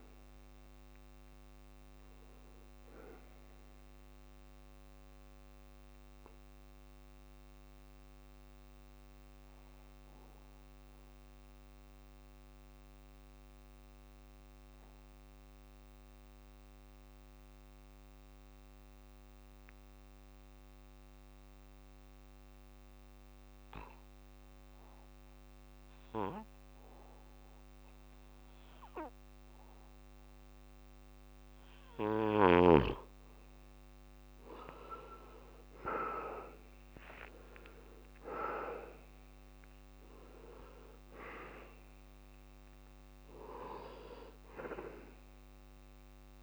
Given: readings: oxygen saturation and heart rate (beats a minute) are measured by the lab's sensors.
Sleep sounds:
breathing in sleep by a microphone on the trachea; 1
0.00-6.50 s: oxygen desaturation (device-marked, oxygen 86% lowest, heart rate 65 extreme)
4.50-31.50 s: obstructive apnea (oxygen 97% before, 84% lowest, heart rate 83 before, 65 extreme, up 47 after)
26.50-46.43 s: oxygen desaturation (device-marked, oxygen 98% before, 84% lowest, heart rate 94 before, 64 extreme)
34.50-38.50 s: arousal
From the record:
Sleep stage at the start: N2 (light sleep); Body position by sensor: on the back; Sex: male

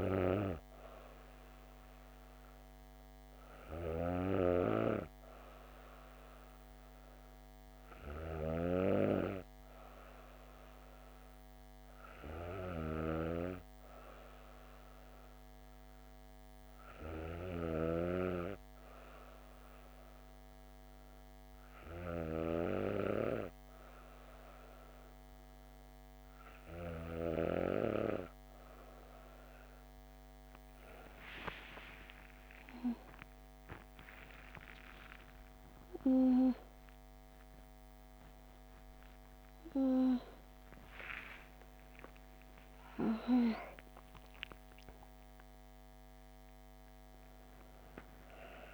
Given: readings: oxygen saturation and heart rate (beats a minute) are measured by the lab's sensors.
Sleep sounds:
breathing in sleep by a microphone on the trachea; none
8.50-27.50 s: snoring (device-marked)
34.00-41.50 s: arousal
From the record:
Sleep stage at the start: N2 (light sleep); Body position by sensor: on the back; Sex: female

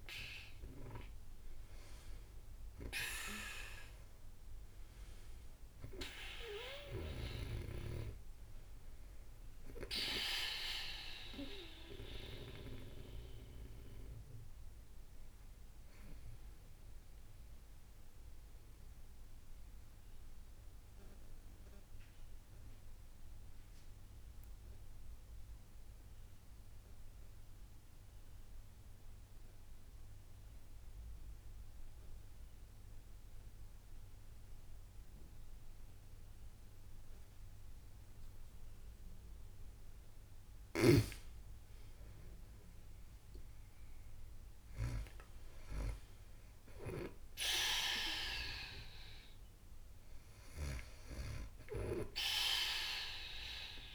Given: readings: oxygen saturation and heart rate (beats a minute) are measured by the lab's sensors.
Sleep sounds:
breathing in sleep by a room microphone; 1
0.00-1.50 s: arousal
0.00-33.00 s: oxygen desaturation (device-marked, oxygen 91% lowest)
16.50-40.00 s: mixed apnea (oxygen 97% before, 91% lowest)
42.50-46.50 s: arousal
49.00-53.95 s: oxygen desaturation (device-marked, oxygen 96% before, 92% lowest)
From the record:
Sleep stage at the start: N2 (light sleep); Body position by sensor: on the back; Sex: female

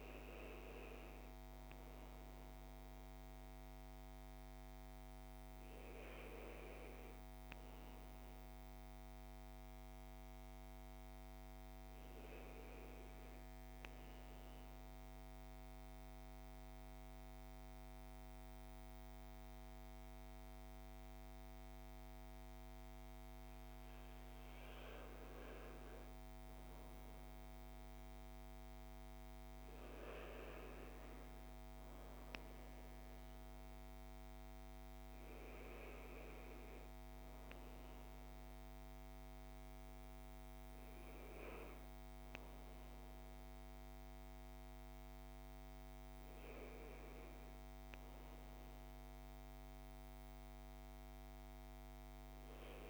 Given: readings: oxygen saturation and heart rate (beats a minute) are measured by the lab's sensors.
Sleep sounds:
breathing in sleep, hard to hear, by a microphone on the trachea; 1
0.00-10.50 s: oxygen desaturation (device-marked, oxygen 93% lowest, heart rate 56 extreme)
14.00-26.50 s: central apnea (oxygen 97% before, 94% lowest, heart rate 62 before, 56 extreme, up 5 after)
27.00-31.00 s: arousal
33.50-46.50 s: oxygen desaturation (device-marked, oxygen 97% before, 94% lowest, heart rate 58 before, 55 extreme)
From the record:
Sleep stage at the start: N1 (lightest sleep); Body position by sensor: on the back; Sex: male

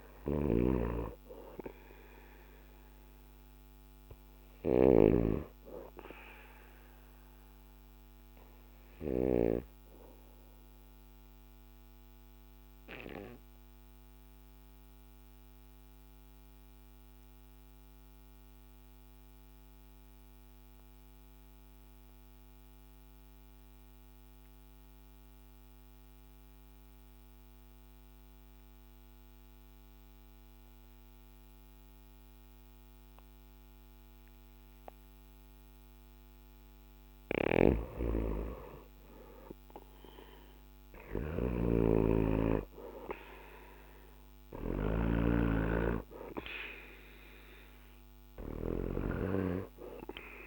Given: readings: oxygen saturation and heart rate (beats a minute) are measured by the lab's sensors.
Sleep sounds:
breathing in sleep by a microphone on the trachea; 1
0.00-9.00 s: snoring (device-marked)
0.00-17.50 s: oxygen desaturation (device-marked, oxygen 85% lowest, heart rate 52 extreme)
9.50-35.50 s: obstructive apnea (oxygen 95% before, 85% lowest, heart rate 61 before, 52 extreme, up 6 after)
37.00-48.50 s: snoring (device-marked)
38.50-42.00 s: arousal
43.50-50.47 s: oxygen desaturation (device-marked, oxygen 97% before, 87% lowest, heart rate 54 before, 52 extreme)
From the record:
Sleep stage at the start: N2 (light sleep); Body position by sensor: on the back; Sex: male

